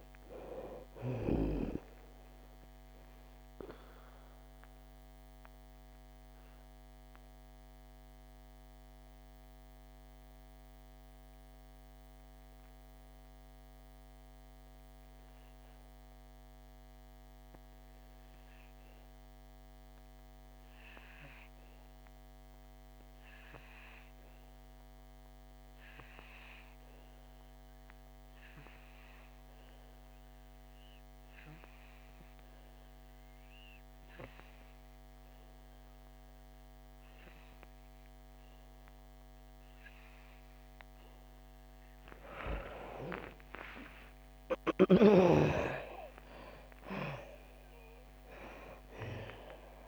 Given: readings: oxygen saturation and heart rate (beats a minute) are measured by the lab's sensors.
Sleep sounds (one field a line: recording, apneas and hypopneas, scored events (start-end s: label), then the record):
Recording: breathing in sleep by a microphone on the trachea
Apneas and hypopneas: 1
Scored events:
0.00-25.50 s: oxygen desaturation (device-marked, oxygen 70% lowest, heart rate 58 extreme)
3.50-39.50 s: obstructive apnea (oxygen 96% before, 70% lowest, heart rate 73 before, 58 extreme, up 16 after)
27.50-49.88 s: oxygen desaturation (device-marked, oxygen 97% before, 70% lowest, heart rate 65 before, 52 extreme)
41.00-46.00 s: arousal
From the record:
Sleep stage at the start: N2 (light sleep)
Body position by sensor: on the back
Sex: female